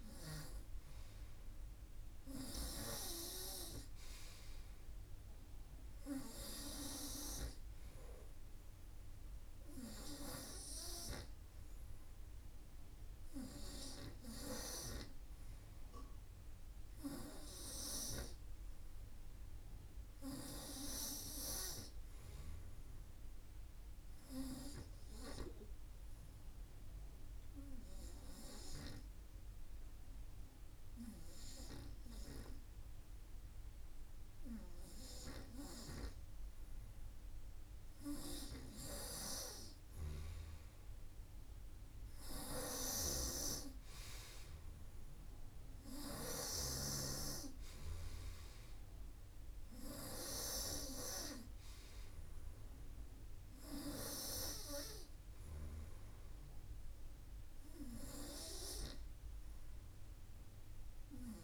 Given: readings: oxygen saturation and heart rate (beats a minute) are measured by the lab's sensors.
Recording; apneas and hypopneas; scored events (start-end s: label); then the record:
breathing in sleep by a room microphone; 1
2.50-27.50 s: oxygen desaturation (device-marked, oxygen 95% before, 91% lowest, heart rate 53 before, 50 extreme)
24.50-37.00 s: obstructive apnea (oxygen 94% before, 90% lowest, heart rate 55 before, 50 extreme, up 3 after)
39.50-44.00 s: arousal
42.00-46.00 s: snoring (device-marked)
From the record:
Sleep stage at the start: REM sleep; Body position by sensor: on the front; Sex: male